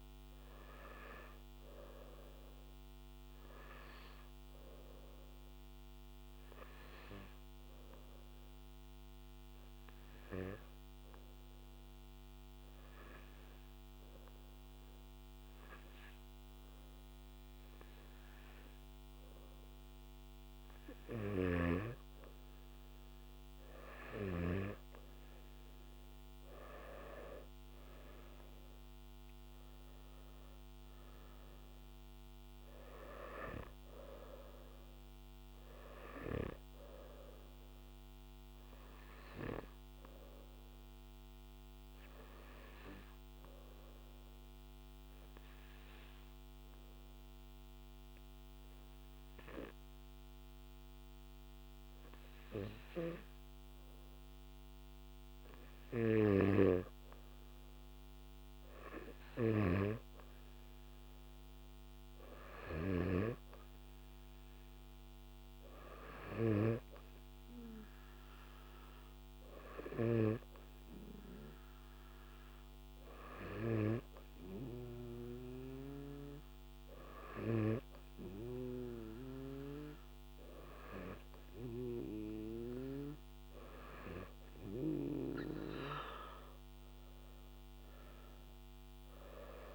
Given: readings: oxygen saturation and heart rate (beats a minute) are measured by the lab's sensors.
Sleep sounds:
breathing in sleep by a microphone on the trachea; 2
4.50-19.00 s: obstructive apnea (oxygen 96% before, 93% lowest, heart rate 63 before, 59 extreme, up 6 after)
23.00-29.00 s: arousal
43.00-55.50 s: obstructive apnea (oxygen 96% before, 94% lowest, heart rate 64 before, 58 extreme, up 7 after)
59.50-63.50 s: arousal
From the record:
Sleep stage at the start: N2 (light sleep); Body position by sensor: on the back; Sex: male

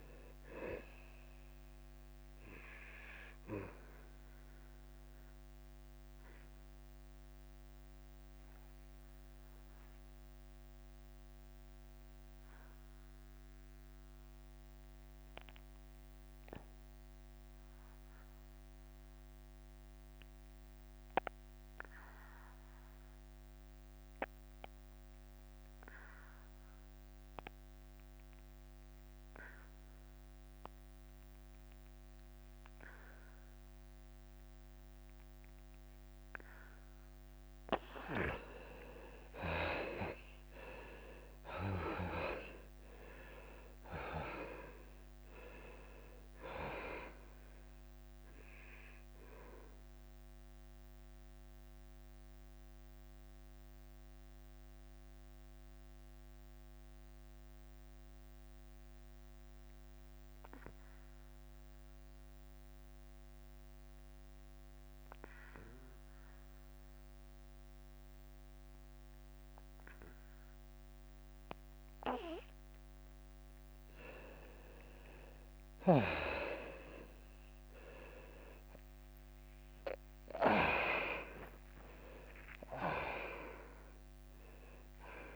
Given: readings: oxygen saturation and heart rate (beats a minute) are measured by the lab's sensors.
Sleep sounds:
breathing in sleep by a microphone on the trachea; 2
0.00-7.50 s: drop in pulse transit time (device-marked, heart rate 91 extreme)
0.00-21.50 s: oxygen desaturation (device-marked, oxygen 78% lowest, heart rate 91 extreme)
5.50-36.50 s: obstructive apnea (oxygen 98% before, 77% lowest, heart rate 93 before, 91 extreme, up 4 after)
31.50-69.50 s: oxygen desaturation (device-marked, oxygen 99% before, 77% lowest, heart rate 93 before, 86 extreme)
40.50-54.50 s: drop in pulse transit time (device-marked, heart rate 92 before, 93 extreme)
41.00-46.00 s: arousal
50.50-75.00 s: mixed apnea (oxygen 99% before, 77% lowest, heart rate 95 before, 86 extreme, up 10 after)
76.50-85.36 s: oxygen desaturation (device-marked, oxygen 96% before, 82% lowest, heart rate 91 before, 87 extreme)
78.50-85.36 s: drop in pulse transit time (device-marked, heart rate 90 before, 89 extreme)
79.00-83.50 s: arousal
83.50-85.36 s: tachycardia (device-marked, heart rate 93 before, 101 extreme)
From the record:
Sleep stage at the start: N2 (light sleep); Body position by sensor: on the back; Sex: male

